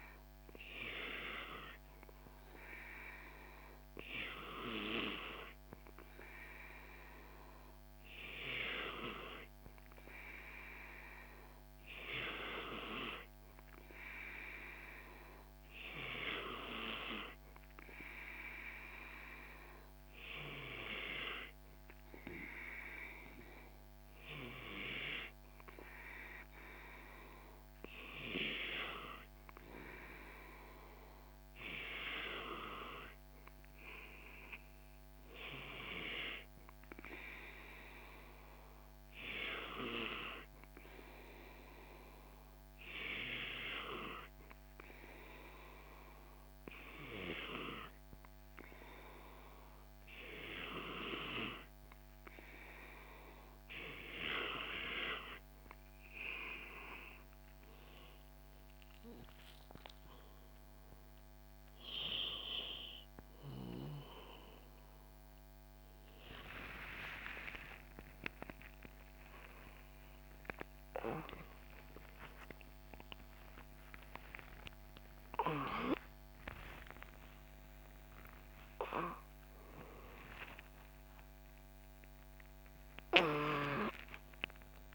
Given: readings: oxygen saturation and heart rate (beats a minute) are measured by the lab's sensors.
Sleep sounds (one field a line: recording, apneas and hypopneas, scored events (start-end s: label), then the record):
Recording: breathing in sleep by a microphone on the trachea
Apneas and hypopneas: none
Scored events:
70.00-84.95 s: new sleep stage, awake
From the record:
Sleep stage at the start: N2 (light sleep)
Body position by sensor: on the back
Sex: male